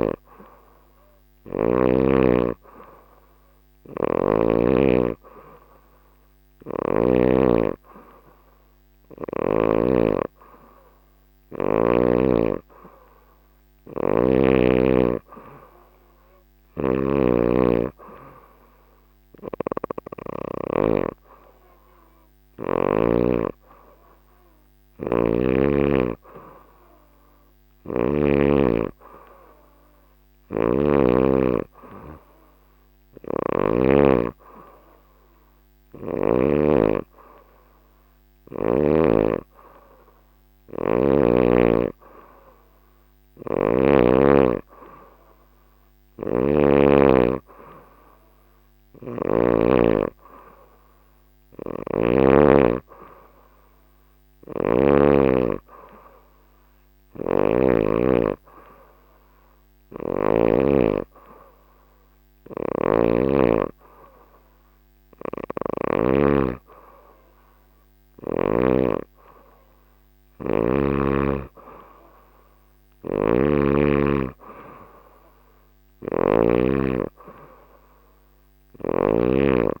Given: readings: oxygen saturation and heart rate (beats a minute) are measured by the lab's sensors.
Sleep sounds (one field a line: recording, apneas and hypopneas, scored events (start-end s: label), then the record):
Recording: breathing in sleep by a microphone on the trachea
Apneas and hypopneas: none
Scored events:
16.00-22.50 s: snoring (device-marked)
24.50-28.00 s: snoring (device-marked)
30.00-33.50 s: snoring (device-marked)
45.50-49.00 s: snoring (device-marked)
51.00-54.50 s: snoring (device-marked)
56.50-60.00 s: snoring (device-marked)
62.00-65.50 s: snoring (device-marked)
72.50-79.00 s: snoring (device-marked)
From the record:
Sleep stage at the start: N3 (deep sleep)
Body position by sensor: on the back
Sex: female